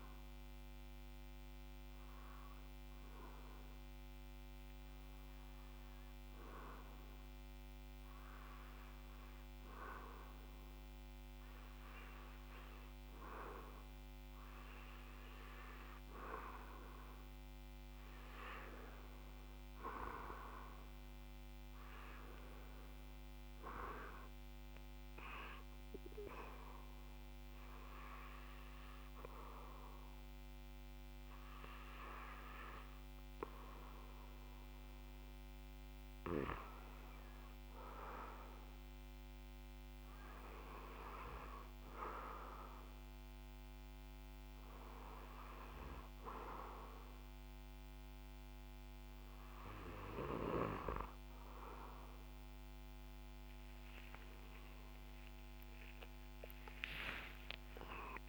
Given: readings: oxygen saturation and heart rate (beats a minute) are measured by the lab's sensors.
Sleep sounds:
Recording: breathing in sleep by a microphone on the trachea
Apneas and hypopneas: none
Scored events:
53.50-58.00 s: arousal
From the record:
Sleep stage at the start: REM sleep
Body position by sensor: on the back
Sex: male

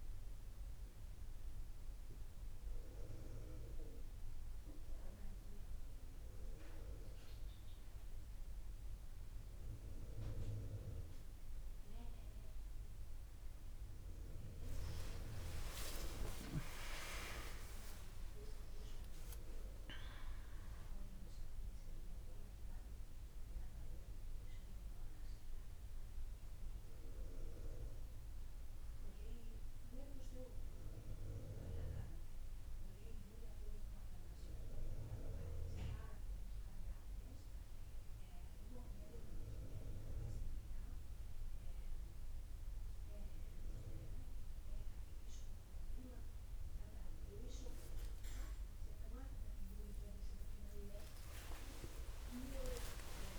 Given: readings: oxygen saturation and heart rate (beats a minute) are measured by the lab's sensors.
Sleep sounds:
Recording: a person awake in a sleep study, by a room microphone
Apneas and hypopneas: none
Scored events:
none scored
From the record:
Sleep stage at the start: awake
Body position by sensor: on the right side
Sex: female

